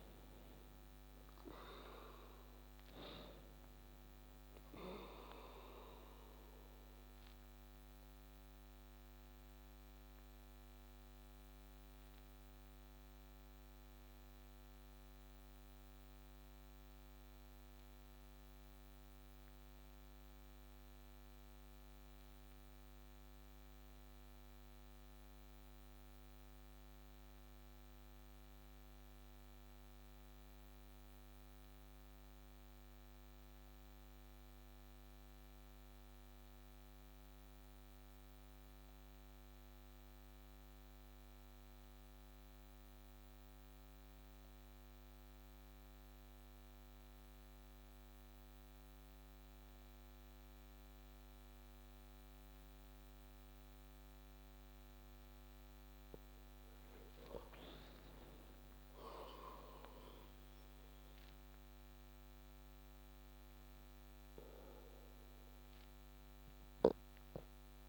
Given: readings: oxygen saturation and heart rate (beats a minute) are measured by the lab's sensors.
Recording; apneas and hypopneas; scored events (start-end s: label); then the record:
breathing in sleep by a microphone on the trachea; 1
0.00-33.00 s: oxygen desaturation (device-marked, oxygen 88% lowest)
5.00-56.50 s: obstructive apnea (oxygen 97% before, 88% lowest)
52.00-67.89 s: oxygen desaturation (device-marked, oxygen 98% before, 93% lowest)
58.50-64.00 s: arousal
From the record:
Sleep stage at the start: N2 (light sleep); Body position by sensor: on the back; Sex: male